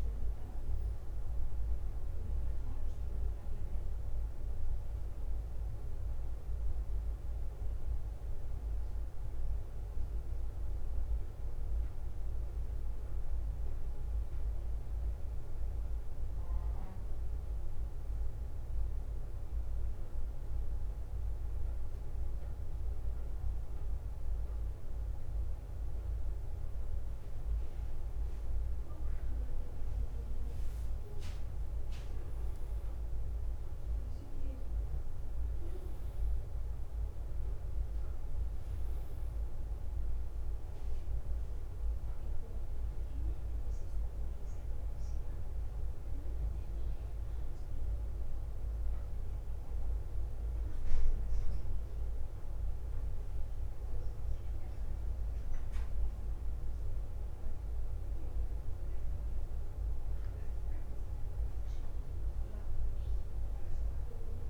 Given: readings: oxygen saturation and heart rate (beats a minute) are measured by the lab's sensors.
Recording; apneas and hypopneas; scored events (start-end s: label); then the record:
breathing in sleep, hard to hear, by a room microphone; 2
0.00-15.00 s: oxygen desaturation (device-marked, oxygen 91% lowest, heart rate 52 extreme)
11.00-28.00 s: bradycardia (device-marked, heart rate 60 before, 52 extreme)
13.00-15.00 s: long interval between heartbeats (device-marked, heart rate 67 before, 58 extreme)
14.50-30.00 s: obstructive apnea (oxygen 98% before, 92% lowest, heart rate 67 before, 52 extreme, up 13 after)
31.50-36.50 s: arousal
35.00-37.00 s: long interval between heartbeats (device-marked, heart rate 57 before, 64 extreme)
35.00-53.00 s: bradycardia (device-marked, heart rate 60 before, 53 extreme)
35.00-56.00 s: oxygen desaturation (device-marked, oxygen 97% before, 92% lowest, heart rate 57 before, 53 extreme)
43.00-53.50 s: obstructive apnea (oxygen 98% before, 92% lowest, heart rate 58 before, 57 extreme, up 5 after)
57.00-62.00 s: arousal
57.00-62.00 s: bradycardia (device-marked, heart rate 59 before, 59 extreme)
From the record:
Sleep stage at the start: N2 (light sleep); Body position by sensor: on the back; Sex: male